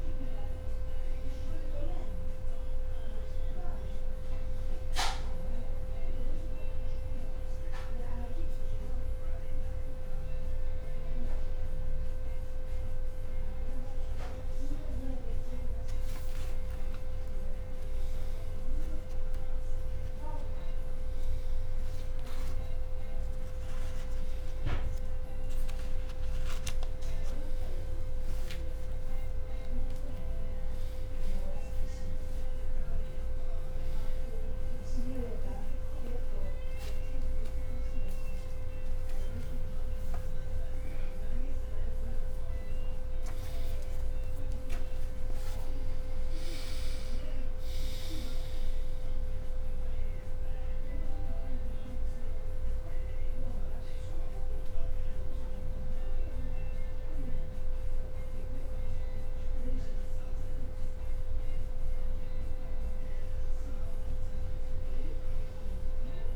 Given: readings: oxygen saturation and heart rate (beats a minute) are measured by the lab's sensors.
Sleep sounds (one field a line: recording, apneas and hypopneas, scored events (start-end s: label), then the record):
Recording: breathing in sleep, hard to hear, by a room microphone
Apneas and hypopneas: none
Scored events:
30.00-32.00 s: leg movement (device-marked)
31.00-41.00 s: drop in pulse transit time (device-marked, heart rate 62 before, 64 extreme)
32.50-38.00 s: arousal
39.50-43.50 s: leg movement (device-marked)
40.00-43.00 s: tachycardia (device-marked, heart rate 61 before, 100 extreme)
40.50-42.50 s: long interval between heartbeats (device-marked, heart rate 65 before, 96 extreme)
43.50-45.50 s: long interval between heartbeats (device-marked, heart rate 70 before, 109 extreme)
45.00-47.50 s: leg movement (device-marked)
45.00-48.00 s: oxygen desaturation (device-marked, oxygen 98% before, 94% lowest, heart rate 74 before, 60 extreme)
51.00-62.00 s: drop in pulse transit time (device-marked, heart rate 79 before, 61 extreme)
From the record:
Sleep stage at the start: N1 (lightest sleep)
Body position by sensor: on the back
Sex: male